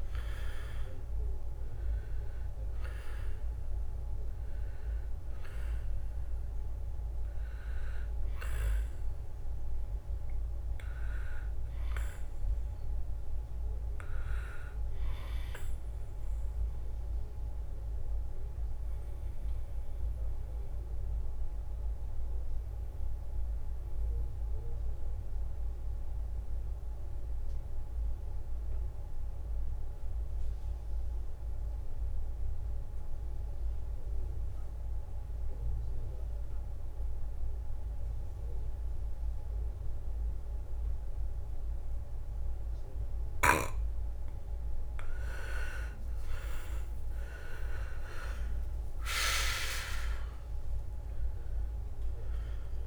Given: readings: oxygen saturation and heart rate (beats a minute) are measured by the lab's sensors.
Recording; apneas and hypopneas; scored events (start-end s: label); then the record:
breathing in sleep by a room microphone; 1
0.00-7.50 s: drop in pulse transit time (device-marked, heart rate 65 extreme)
0.00-20.50 s: oxygen desaturation (device-marked, oxygen 89% lowest, heart rate 57 extreme)
18.50-43.50 s: obstructive apnea (oxygen 97% before, 92% lowest, heart rate 67 before, 57 extreme, up 11 after)
41.50-52.86 s: oxygen desaturation (device-marked, oxygen 99% before, 94% lowest, heart rate 61 before, 58 extreme)
45.50-49.50 s: arousal
45.50-52.86 s: drop in pulse transit time (device-marked, heart rate 62 before, 65 extreme)
48.50-51.00 s: leg movement (device-marked)
From the record:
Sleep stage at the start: N2 (light sleep); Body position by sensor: on the back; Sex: male